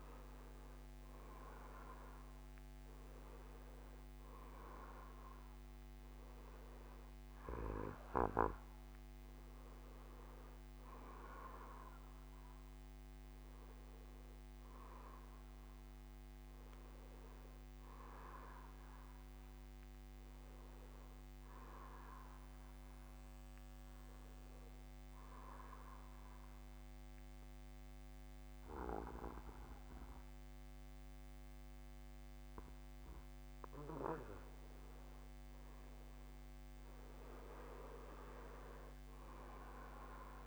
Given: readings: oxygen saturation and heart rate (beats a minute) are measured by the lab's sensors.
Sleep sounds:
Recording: breathing in sleep by a microphone on the trachea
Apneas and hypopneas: 1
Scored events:
0.00-3.00 s: bradycardia (device-marked, heart rate 66 before, 65 extreme)
4.00-7.00 s: bradycardia (device-marked, heart rate 66 before, 56 extreme)
13.50-16.50 s: arousal
23.00-35.00 s: obstructive apnea (oxygen 92% before, 87% lowest, heart rate 63 before, 46 extreme, up 15 after)
27.00-37.00 s: bradycardia (device-marked, heart rate 66 before, 54 extreme)
37.00-40.47 s: arousal
38.00-40.47 s: oxygen desaturation (device-marked, oxygen 92% before, 88% lowest, heart rate 62 before, 45 extreme)
From the record:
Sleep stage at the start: N2 (light sleep)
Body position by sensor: on the back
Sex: male

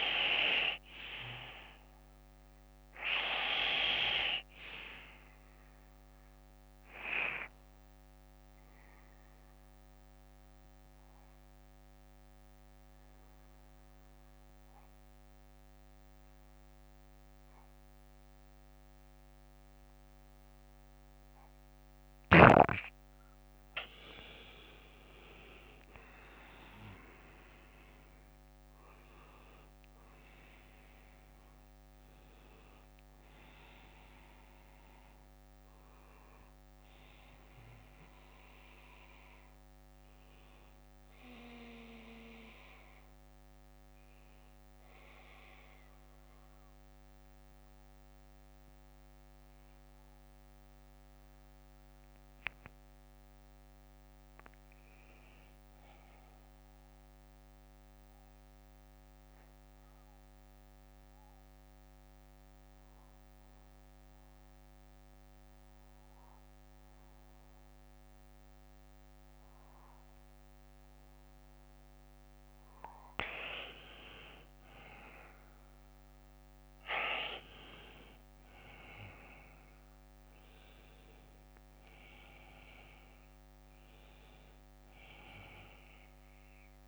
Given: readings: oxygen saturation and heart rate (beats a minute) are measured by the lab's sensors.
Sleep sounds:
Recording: breathing in sleep by a microphone on the trachea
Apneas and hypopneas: 2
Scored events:
0.50-2.50 s: bradycardia (device-marked, heart rate 60 before, 56 extreme)
2.50-22.50 s: obstructive apnea (oxygen 97% before, 90% lowest, heart rate 56 before, 57 extreme, up 10 after)
4.50-17.50 s: bradycardia (device-marked, heart rate 60 before, 57 extreme)
19.50-23.50 s: bradycardia (device-marked, heart rate 60 before, 59 extreme)
26.00-30.00 s: arousal
35.50-37.50 s: bradycardia (device-marked, heart rate 60 before, 64 extreme)
42.50-53.50 s: bradycardia (device-marked, heart rate 60 before, 48 extreme)
46.50-77.00 s: obstructive apnea (oxygen 95% before, 90% lowest, heart rate 63 before, 49 extreme, up 12 after)
53.50-64.50 s: oxygen desaturation (device-marked, oxygen 94% before, 90% lowest, heart rate 58 before, 56 extreme)
59.50-63.50 s: bradycardia (device-marked, heart rate 60 before, 58 extreme)
70.50-72.50 s: bradycardia (device-marked, heart rate 60 before, 68 extreme)
79.50-84.00 s: arousal
79.50-86.88 s: oxygen desaturation (device-marked, oxygen 98% before, 90% lowest, heart rate 63 before, 49 extreme)
84.50-86.88 s: bradycardia (device-marked, heart rate 60 before, 49 extreme)
From the record:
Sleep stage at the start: N2 (light sleep)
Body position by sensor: on the back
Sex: male

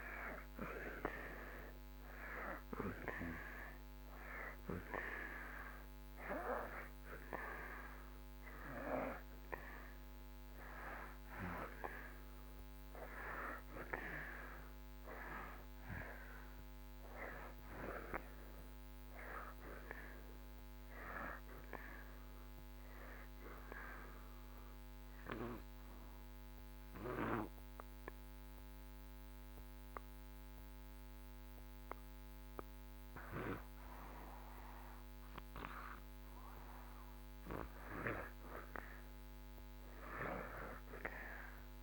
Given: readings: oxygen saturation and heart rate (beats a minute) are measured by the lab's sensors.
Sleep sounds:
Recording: breathing in sleep by a microphone on the trachea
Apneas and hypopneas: 1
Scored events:
0.00-2.00 s: arousal
9.00-31.00 s: oxygen desaturation (device-marked, oxygen 94% before, 87% lowest)
23.00-35.50 s: obstructive apnea (oxygen 95% before, 82% lowest)
40.50-41.83 s: arousal
From the record:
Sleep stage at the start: N2 (light sleep)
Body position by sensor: on the back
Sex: male

